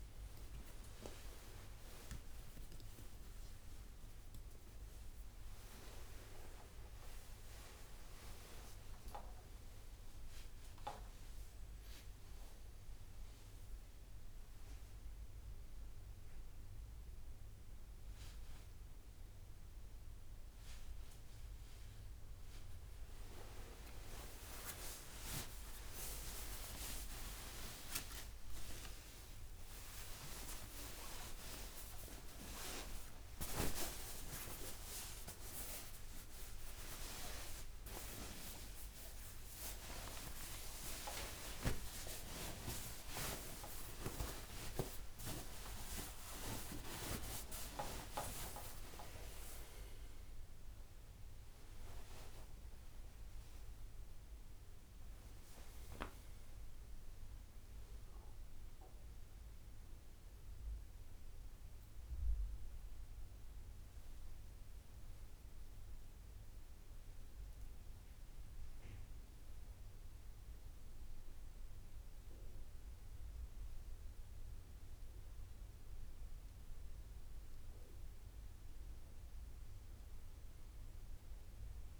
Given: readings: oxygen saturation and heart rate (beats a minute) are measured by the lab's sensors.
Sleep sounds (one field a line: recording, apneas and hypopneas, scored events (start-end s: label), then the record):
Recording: a person awake in a sleep study, by a room microphone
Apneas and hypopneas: none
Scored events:
0.00-1.50 s: oxygen desaturation (device-marked, oxygen 90% lowest, heart rate 81 extreme)
From the record:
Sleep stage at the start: awake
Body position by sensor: on the right side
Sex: male